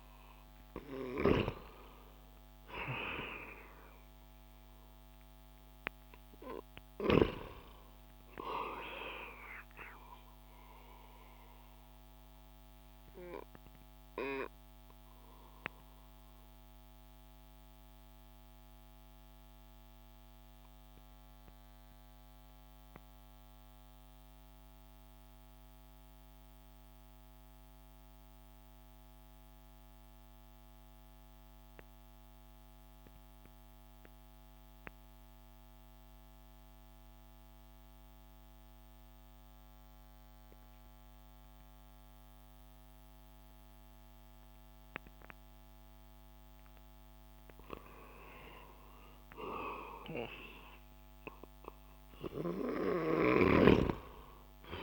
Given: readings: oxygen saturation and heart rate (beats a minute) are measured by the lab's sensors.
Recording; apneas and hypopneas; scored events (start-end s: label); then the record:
breathing in sleep by a microphone on the trachea; 1
0.00-23.50 s: oxygen desaturation (device-marked, oxygen 89% lowest)
0.50-7.00 s: snoring (device-marked)
9.00-46.50 s: mixed apnea (oxygen 96% before, 89% lowest)
43.50-54.83 s: oxygen desaturation (device-marked, oxygen 98% before, 94% lowest)
48.50-53.00 s: arousal
From the record:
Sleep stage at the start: N2 (light sleep); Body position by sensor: on the back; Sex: male